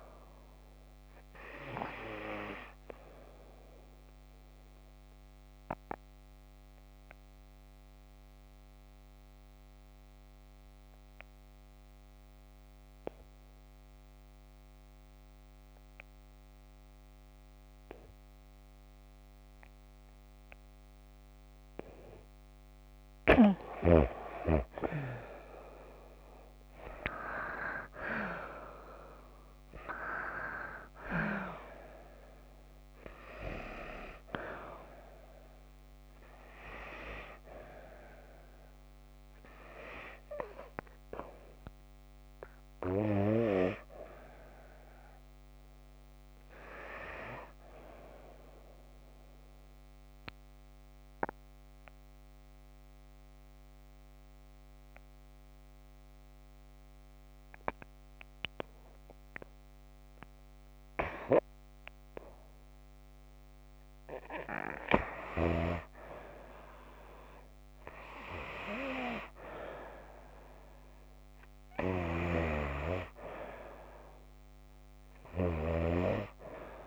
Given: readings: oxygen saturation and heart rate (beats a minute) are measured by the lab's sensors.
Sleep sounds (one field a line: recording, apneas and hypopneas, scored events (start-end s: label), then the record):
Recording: breathing in sleep by a microphone on the trachea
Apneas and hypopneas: 2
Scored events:
0.00-4.50 s: oxygen desaturation (device-marked, oxygen 90% lowest)
2.00-21.50 s: obstructive apnea (oxygen 96% before, 90% lowest)
25.00-29.50 s: arousal
31.50-53.50 s: oxygen desaturation (device-marked, oxygen 97% before, 90% lowest, heart rate 31 before, 52 extreme)
48.00-61.50 s: obstructive apnea (oxygen 97% before, 91% lowest, heart rate 52 before, 52 extreme, up 20 after)
61.50-72.50 s: oxygen desaturation (device-marked, oxygen 95% before, 91% lowest, heart rate 54 before, 44 extreme)
63.50-66.00 s: arousal
72.00-76.00 s: snoring (device-marked)
From the record:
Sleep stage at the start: N2 (light sleep)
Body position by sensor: on the back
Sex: female